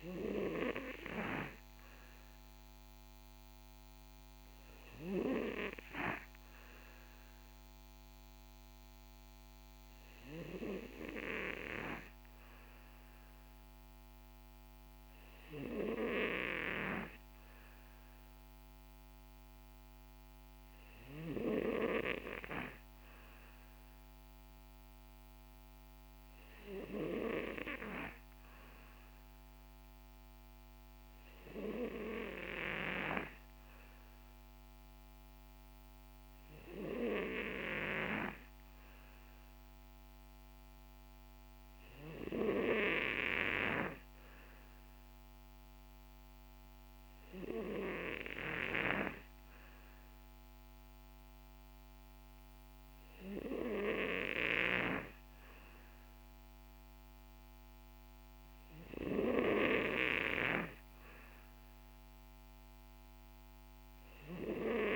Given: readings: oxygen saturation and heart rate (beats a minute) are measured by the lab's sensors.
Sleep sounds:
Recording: breathing in sleep by a microphone on the trachea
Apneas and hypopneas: none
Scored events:
none scored
From the record:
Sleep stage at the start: N2 (light sleep)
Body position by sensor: on the back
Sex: male

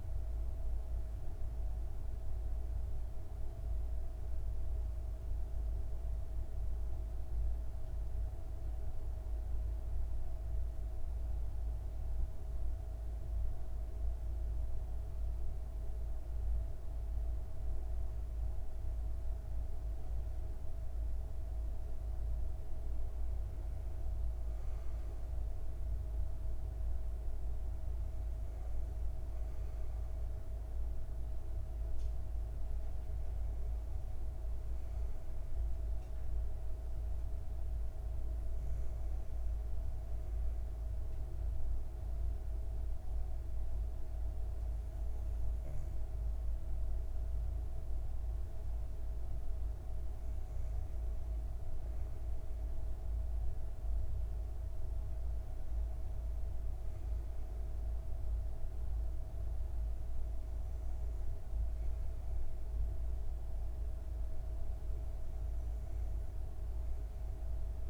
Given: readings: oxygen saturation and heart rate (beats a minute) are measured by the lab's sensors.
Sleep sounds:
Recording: breathing in sleep, hard to hear, by a room microphone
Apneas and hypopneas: 1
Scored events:
6.00-16.50 s: obstructive apnea (oxygen 99% before, 95% lowest, heart rate 57 before, 53 extreme, up 7 after)
18.00-21.00 s: arousal
21.50-42.50 s: oxygen desaturation (device-marked, oxygen 98% before, 95% lowest, heart rate 55 before, 56 extreme)
From the record:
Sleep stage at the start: N2 (light sleep)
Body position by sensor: on the back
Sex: female

